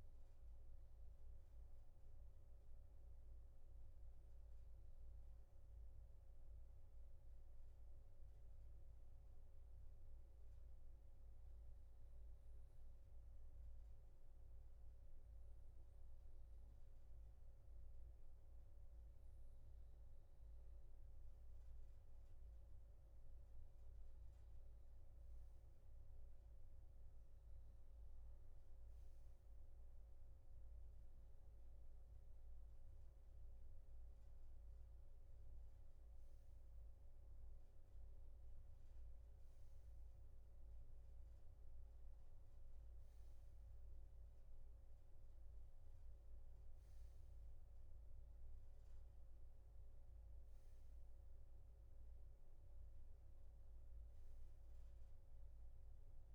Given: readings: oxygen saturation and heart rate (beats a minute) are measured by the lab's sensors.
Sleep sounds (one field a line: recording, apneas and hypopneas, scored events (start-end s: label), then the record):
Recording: breathing in sleep, hard to hear, by a room microphone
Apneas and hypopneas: 1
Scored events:
5.00-56.35 s: new sleep stage, N3 (deep sleep)
7.50-20.50 s: hypopnea (oxygen 96% before, 94% lowest, heart rate 63 before, 60 extreme, up 0 after)
From the record:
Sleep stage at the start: N2 (light sleep)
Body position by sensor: on the right side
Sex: male